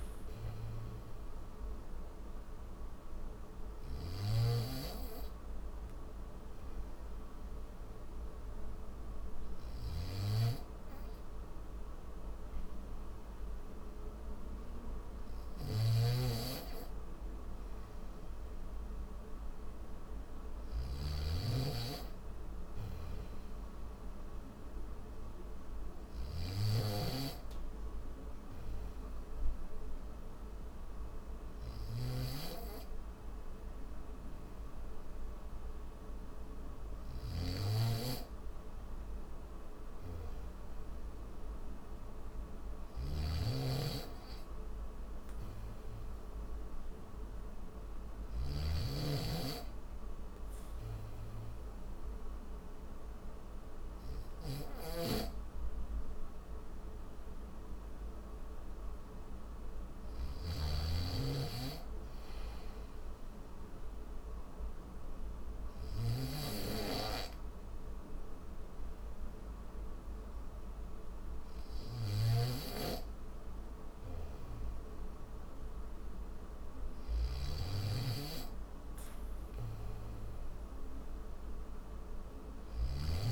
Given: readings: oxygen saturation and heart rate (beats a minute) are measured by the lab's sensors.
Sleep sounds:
breathing in sleep by a room microphone; 2
0.00-48.00 s: snoring (device-marked)
1.50-14.50 s: hypopnea (oxygen 94% before, 91% lowest, heart rate 76 before, 74 extreme, up 3 after)
54.00-83.32 s: snoring (device-marked)
63.50-75.50 s: hypopnea (oxygen 94% before, 91% lowest, heart rate 75 before, 74 extreme, up 1 after)
68.00-77.00 s: oxygen desaturation (device-marked, oxygen 94% before, 91% lowest, heart rate 75 before, 74 extreme)
From the record:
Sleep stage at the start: N2 (light sleep); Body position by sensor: on the back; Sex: male

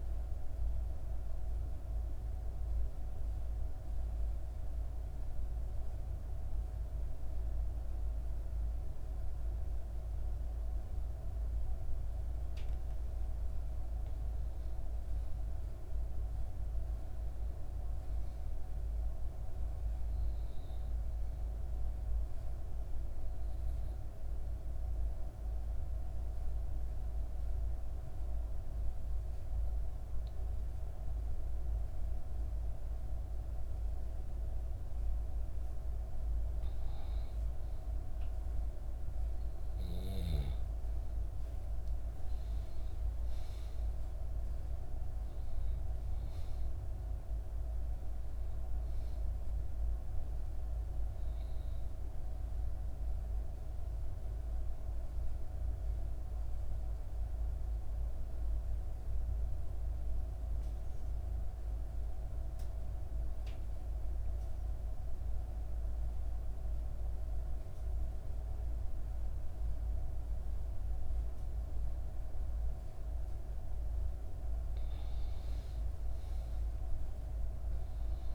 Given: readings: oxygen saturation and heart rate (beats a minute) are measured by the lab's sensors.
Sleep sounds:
breathing in sleep, hard to hear, by a room microphone; 3
0.00-6.50 s: oxygen desaturation (device-marked, oxygen 88% lowest, heart rate 57 extreme)
1.50-12.50 s: obstructive apnea (oxygen 97% before, 89% lowest, heart rate 62 before, 57 extreme, up 4 after)
14.50-18.00 s: arousal
20.50-32.50 s: oxygen desaturation (device-marked, oxygen 97% before, 93% lowest, heart rate 58 before, 58 extreme)
23.00-35.50 s: obstructive apnea (oxygen 97% before, 88% lowest, heart rate 59 before, 58 extreme, up 3 after)
41.00-45.50 s: arousal
45.50-62.50 s: oxygen desaturation (device-marked, oxygen 95% before, 91% lowest, heart rate 59 before, 58 extreme)
57.50-74.00 s: obstructive apnea (oxygen 95% before, 88% lowest, heart rate 61 before, 58 extreme, up 8 after)
76.00-78.35 s: arousal
76.50-78.35 s: oxygen desaturation (device-marked, oxygen 97% before, 88% lowest, heart rate 59 before, 59 extreme)
From the record:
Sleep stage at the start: N2 (light sleep); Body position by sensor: on the back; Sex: female

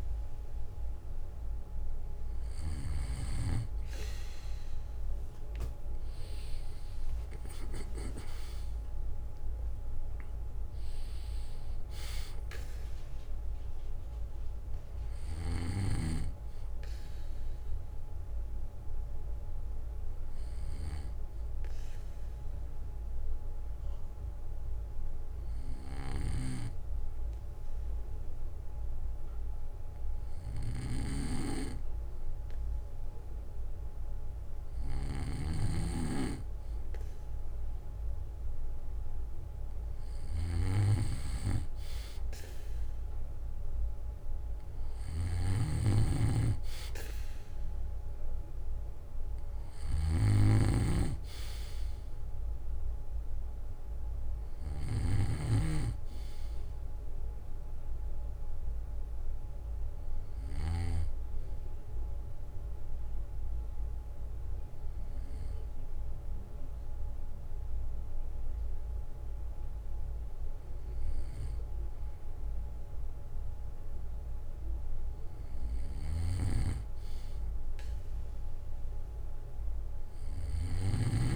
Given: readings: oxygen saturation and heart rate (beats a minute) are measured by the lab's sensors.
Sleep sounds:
breathing in sleep by a room microphone; 2
5.50-10.00 s: arousal
17.50-34.50 s: hypopnea (oxygen 96% before, 94% lowest, heart rate 65 before, 54 extreme, up 7 after)
19.50-26.50 s: bradycardia (device-marked, heart rate 64 before, 54 extreme)
38.50-42.50 s: arousal
45.00-55.50 s: snoring (device-marked)
61.50-73.00 s: obstructive apnea (oxygen 96% before, 94% lowest, heart rate 64 before, 59 extreme, up 9 after)
74.50-77.50 s: arousal
From the record:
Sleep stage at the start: N2 (light sleep); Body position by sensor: on the back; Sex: male

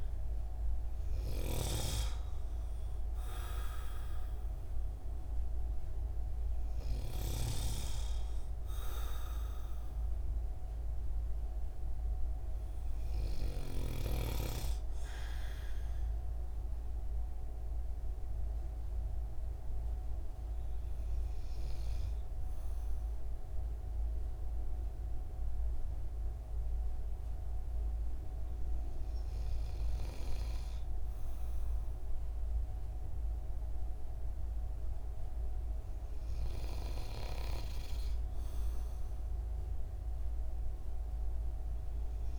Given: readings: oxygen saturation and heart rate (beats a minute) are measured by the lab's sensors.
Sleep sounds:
breathing in sleep by a room microphone; 1
0.00-1.50 s: arousal
17.00-38.00 s: hypopnea (oxygen 95% before, 94% lowest)
41.00-42.39 s: arousal
From the record:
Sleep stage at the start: N2 (light sleep); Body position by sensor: on the right side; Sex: male

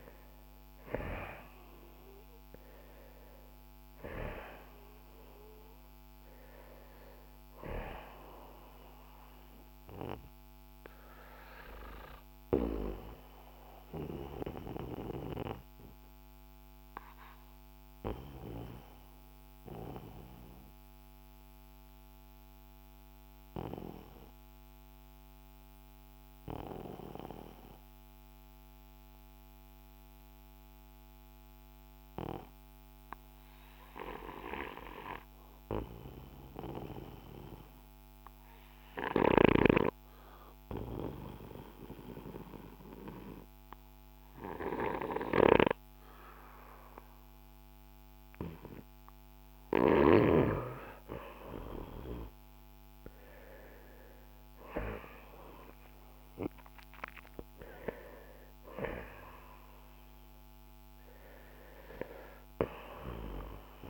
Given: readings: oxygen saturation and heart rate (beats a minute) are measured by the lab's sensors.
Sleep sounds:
breathing in sleep by a microphone on the trachea; 1
0.00-1.00 s: arousal
1.00-18.00 s: oxygen desaturation (device-marked, oxygen 96% before, 92% lowest, heart rate 57 before, 50 extreme)
14.00-48.50 s: obstructive apnea (oxygen 96% before, 90% lowest, heart rate 63 before, 50 extreme, up 6 after)
23.00-38.00 s: oxygen desaturation (device-marked, oxygen 93% before, 90% lowest, heart rate 59 before, 52 extreme)
51.50-55.50 s: arousal
From the record:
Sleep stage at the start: N2 (light sleep); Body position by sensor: on the back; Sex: male

